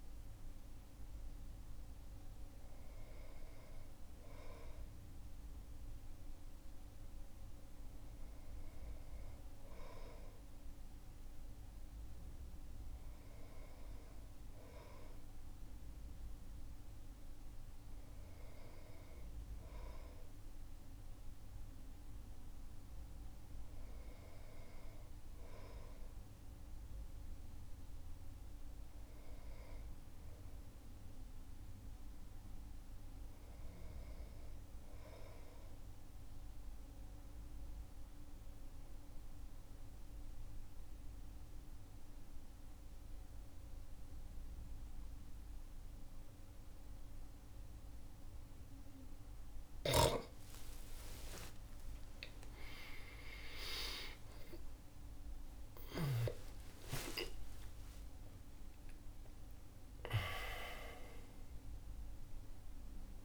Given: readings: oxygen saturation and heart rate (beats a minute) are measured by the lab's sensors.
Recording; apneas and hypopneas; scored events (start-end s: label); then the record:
breathing in sleep by a room microphone; 1
36.00-47.50 s: obstructive apnea (oxygen 99% before, 94% lowest, heart rate 58 before, 53 extreme, up 15 after)
49.00-55.50 s: snoring (device-marked)
50.50-56.50 s: arousal
From the record:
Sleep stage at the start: N2 (light sleep); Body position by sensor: on the back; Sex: male